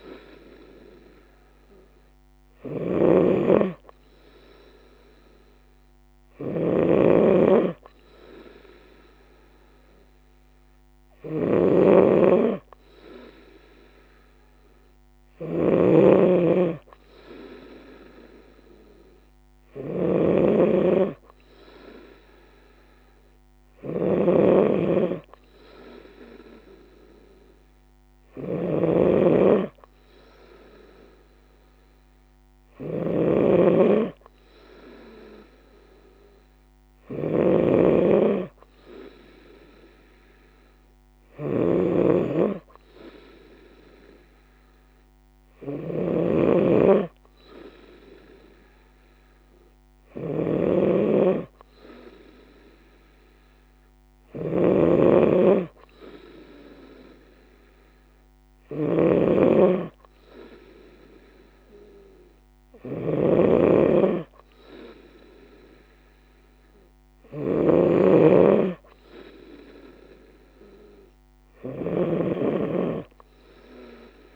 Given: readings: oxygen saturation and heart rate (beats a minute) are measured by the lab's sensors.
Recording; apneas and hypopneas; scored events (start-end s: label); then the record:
breathing in sleep by a microphone on the trachea; none
0.00-74.36 s: snoring (device-marked)
From the record:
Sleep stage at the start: N3 (deep sleep); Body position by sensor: on the right side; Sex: female